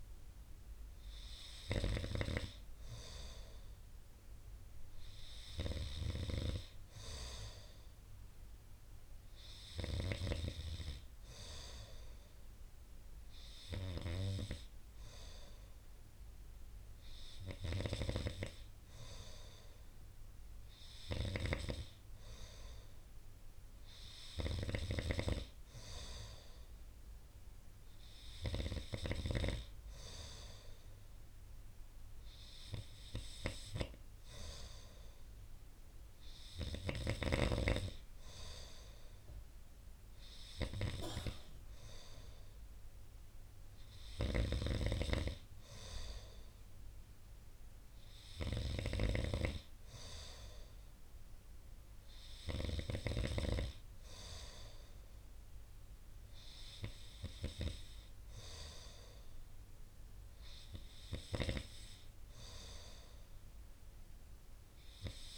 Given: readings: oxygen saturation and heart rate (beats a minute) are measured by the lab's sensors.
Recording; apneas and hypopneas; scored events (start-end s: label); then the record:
breathing in sleep by a room microphone; none
none scored
From the record:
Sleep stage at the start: N2 (light sleep); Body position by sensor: on the right side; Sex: male